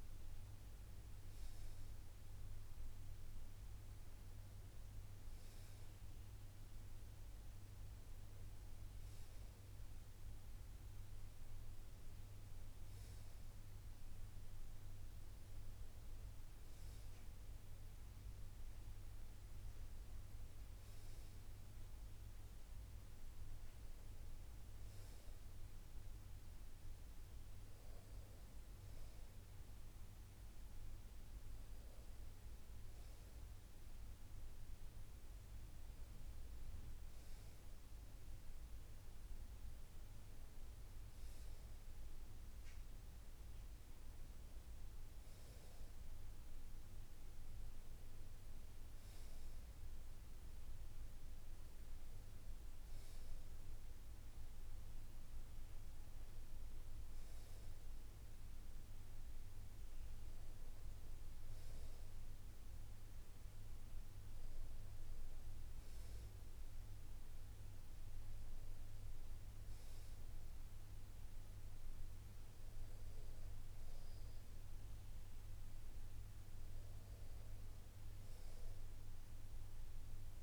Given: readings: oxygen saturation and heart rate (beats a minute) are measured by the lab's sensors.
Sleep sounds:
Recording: breathing in sleep, hard to hear, by a room microphone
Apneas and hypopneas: none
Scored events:
none scored
From the record:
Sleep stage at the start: N2 (light sleep)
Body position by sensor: on the right side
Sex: male

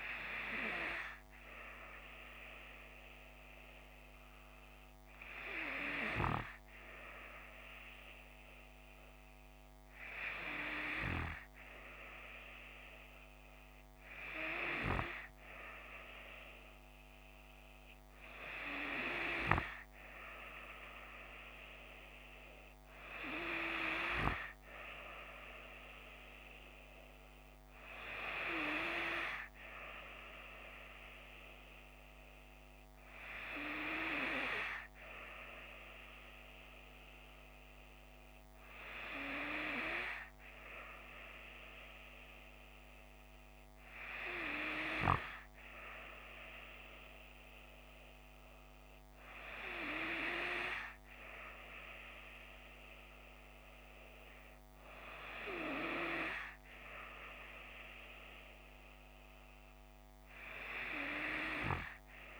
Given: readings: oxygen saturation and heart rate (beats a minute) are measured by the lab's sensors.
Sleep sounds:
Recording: breathing in sleep by a microphone on the trachea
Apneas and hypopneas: none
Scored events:
41.00-62.40 s: new sleep stage, N3 (deep sleep)
From the record:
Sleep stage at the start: N2 (light sleep)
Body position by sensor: on the left side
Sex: female

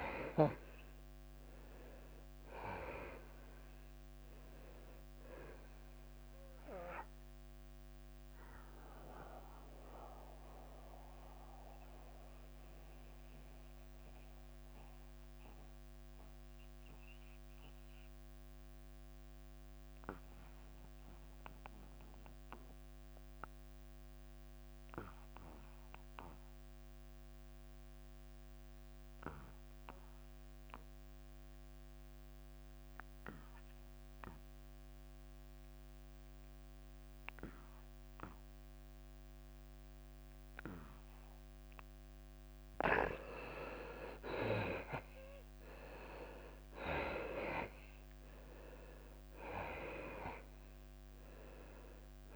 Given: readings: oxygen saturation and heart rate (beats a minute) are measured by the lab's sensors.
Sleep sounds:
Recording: breathing in sleep by a microphone on the trachea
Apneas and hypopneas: 1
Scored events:
0.00-2.00 s: arousal
0.00-11.50 s: drop in pulse transit time (device-marked, heart rate 86 extreme)
8.00-42.00 s: mixed apnea (oxygen 98% before, 83% lowest, heart rate 86 before, 81 extreme, up 6 after)
21.50-30.50 s: oxygen desaturation (device-marked, oxygen 96% before, 87% lowest, heart rate 86 before, 81 extreme)
43.50-52.36 s: drop in pulse transit time (device-marked, heart rate 85 before, 88 extreme)
45.50-50.50 s: arousal
45.50-52.36 s: oxygen desaturation (device-marked, oxygen 97% before, 93% lowest, heart rate 85 before, 83 extreme)
From the record:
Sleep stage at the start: N2 (light sleep)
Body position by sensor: on the back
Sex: male

